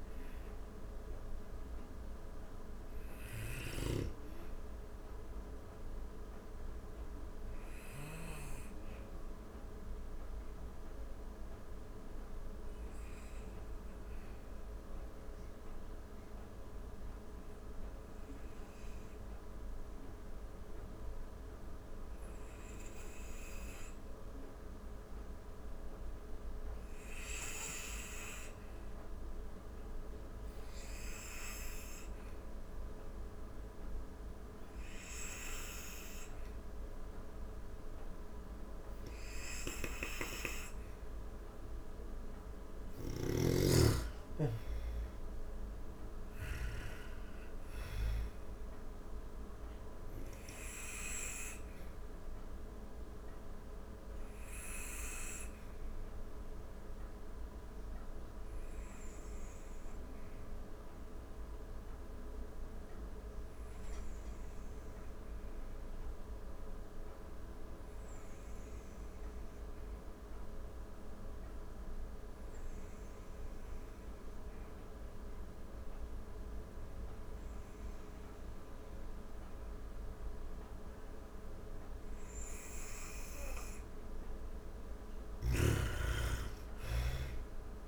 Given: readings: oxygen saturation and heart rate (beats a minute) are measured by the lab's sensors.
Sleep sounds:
breathing in sleep by a room microphone; 2
0.00-3.00 s: oxygen desaturation (device-marked, oxygen 89% lowest)
2.50-41.00 s: obstructive apnea (oxygen 98% before, 85% lowest)
5.00-17.00 s: oxygen desaturation (device-marked, oxygen 92% before, 86% lowest)
29.00-67.00 s: oxygen desaturation (device-marked, oxygen 98% before, 90% lowest)
42.50-46.50 s: arousal
49.50-82.00 s: obstructive apnea (oxygen 98% before, 82% lowest)
80.00-87.88 s: oxygen desaturation (device-marked, oxygen 97% before, 82% lowest)
84.00-87.88 s: snoring (device-marked)
86.00-87.88 s: arousal
From the record:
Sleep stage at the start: N2 (light sleep); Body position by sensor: on the back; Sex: female

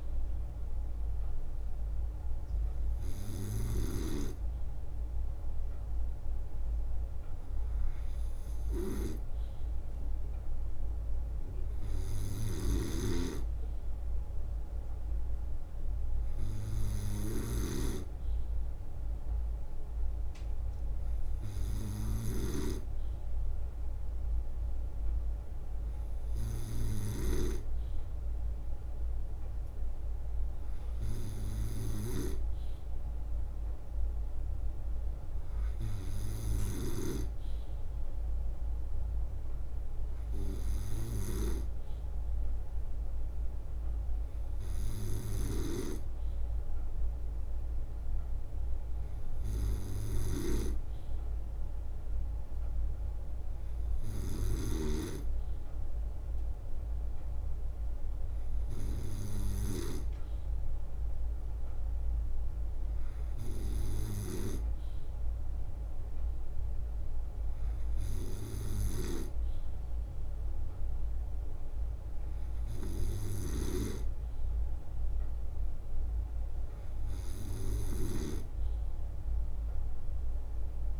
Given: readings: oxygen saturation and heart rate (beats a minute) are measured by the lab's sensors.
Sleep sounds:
breathing in sleep by a room microphone; none
0.00-3.50 s: snoring (device-marked)
0.00-9.50 s: drop in pulse transit time (device-marked, heart rate 64 extreme)
10.50-18.50 s: leg movement (device-marked)
12.00-59.50 s: snoring (device-marked)
20.00-25.00 s: leg movement (device-marked)
28.50-32.50 s: leg movement (device-marked)
34.50-36.50 s: leg movement (device-marked)
34.50-49.50 s: drop in pulse transit time (device-marked, heart rate 65 before, 64 extreme)
38.00-41.00 s: leg movement (device-marked)
43.00-50.00 s: leg movement (device-marked)
53.50-59.00 s: leg movement (device-marked)
68.50-80.99 s: snoring (device-marked)
From the record:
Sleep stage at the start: N2 (light sleep); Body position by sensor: on the right side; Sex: male

